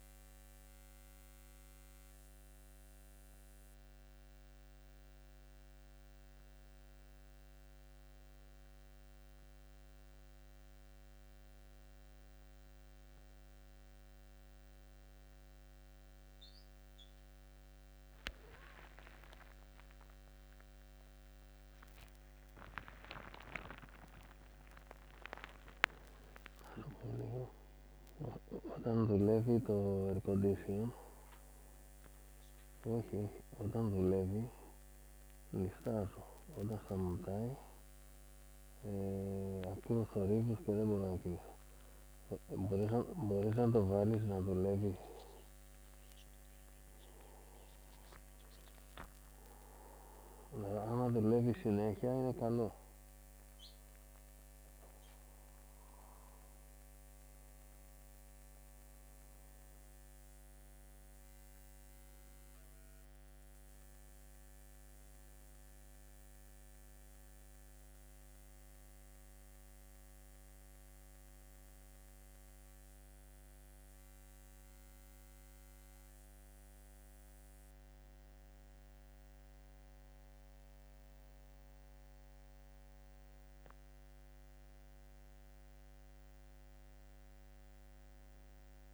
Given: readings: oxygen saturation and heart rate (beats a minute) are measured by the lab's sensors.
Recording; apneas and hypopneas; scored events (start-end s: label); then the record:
a person awake in a sleep study, by a microphone on the trachea; none
5.00-88.94 s: new sleep stage, awake
23.00-25.00 s: long interval between heartbeats (device-marked, heart rate 81 before, 108 extreme)
26.50-28.50 s: long interval between heartbeats (device-marked, heart rate 85 before, 118 extreme)
36.00-38.00 s: long interval between heartbeats (device-marked, heart rate 93 before, 90 extreme)
40.00-43.50 s: snoring (device-marked)
43.50-45.50 s: long interval between heartbeats (device-marked, heart rate 95 before, 89 extreme)
49.00-51.00 s: long interval between heartbeats (device-marked, heart rate 89 before, 90 extreme)
From the record:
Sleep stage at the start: N2 (light sleep); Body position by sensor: upright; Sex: male